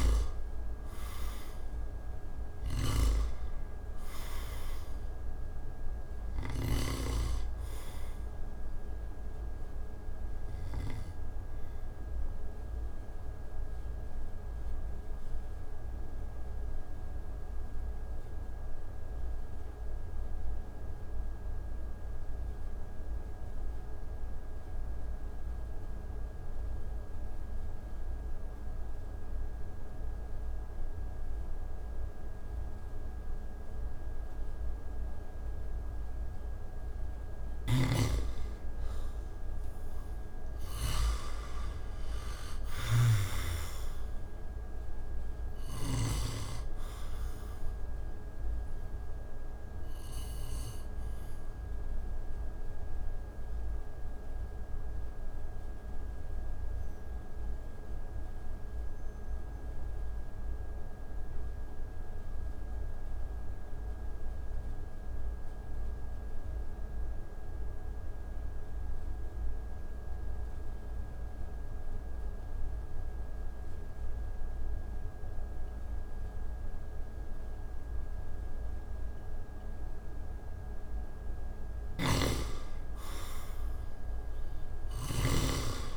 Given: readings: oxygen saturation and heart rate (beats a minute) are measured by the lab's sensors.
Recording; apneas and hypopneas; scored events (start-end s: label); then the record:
breathing in sleep by a room microphone; 2
0.00-6.50 s: snoring (device-marked)
3.00-28.00 s: oxygen desaturation (device-marked, oxygen 97% before, 87% lowest)
12.00-36.50 s: obstructive apnea (oxygen 97% before, 83% lowest)
37.00-40.50 s: snoring (device-marked)
38.50-42.50 s: arousal
40.00-69.00 s: oxygen desaturation (device-marked, oxygen 98% before, 83% lowest)
51.50-80.50 s: mixed apnea (oxygen 98% before, 83% lowest)
80.00-85.97 s: oxygen desaturation (device-marked, oxygen 98% before, 83% lowest)
81.00-85.97 s: snoring (device-marked)
84.50-85.97 s: arousal
From the record:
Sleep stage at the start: N2 (light sleep); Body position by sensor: on the back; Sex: male